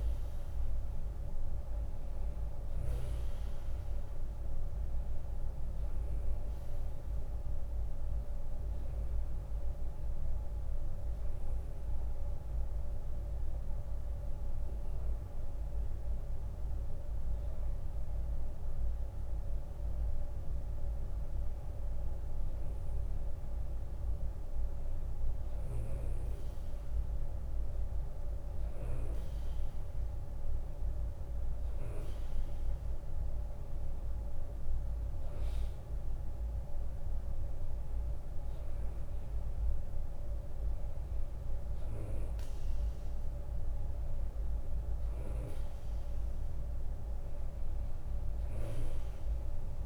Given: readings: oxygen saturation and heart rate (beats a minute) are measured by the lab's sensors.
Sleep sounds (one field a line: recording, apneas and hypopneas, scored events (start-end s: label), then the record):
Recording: breathing in sleep, hard to hear, by a room microphone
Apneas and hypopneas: none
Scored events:
0.00-1.50 s: long interval between heartbeats (device-marked, heart rate 75 extreme)
10.00-23.00 s: drop in pulse transit time (device-marked, heart rate 72 before, 76 extreme)
36.00-49.86 s: oxygen desaturation (device-marked, oxygen 96% before, 93% lowest, heart rate 81 before, 67 extreme)
From the record:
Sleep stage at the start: N2 (light sleep)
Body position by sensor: on the right side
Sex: male